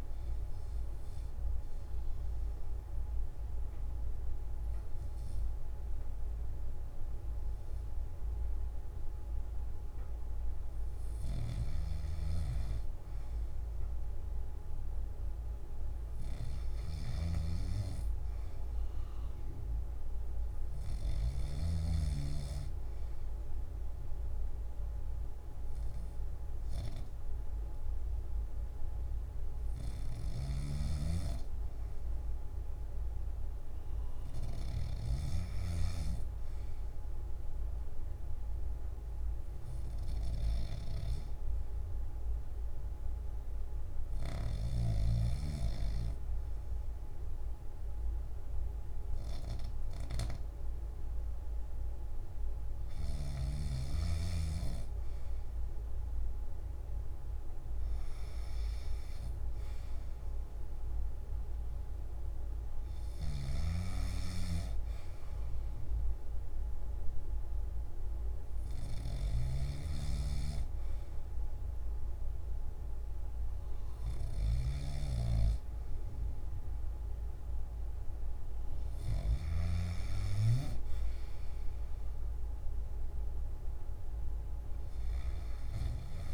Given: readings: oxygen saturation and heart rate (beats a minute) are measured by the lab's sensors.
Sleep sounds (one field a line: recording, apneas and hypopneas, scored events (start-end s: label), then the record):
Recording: breathing in sleep by a room microphone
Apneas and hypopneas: 2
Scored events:
1.00-12.00 s: obstructive apnea (oxygen 98% before, 93% lowest, heart rate 67 before, 60 extreme)
23.50-38.50 s: oxygen desaturation (device-marked, oxygen 97% before, 93% lowest, heart rate 63 before, 60 extreme)
38.00-54.00 s: hypopnea (oxygen 98% before, 92% lowest, heart rate 62 before, 60 extreme, up 4 after)
40.50-86.33 s: new sleep stage, N2 (light sleep)
From the record:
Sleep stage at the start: N1 (lightest sleep)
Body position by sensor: on the back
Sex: male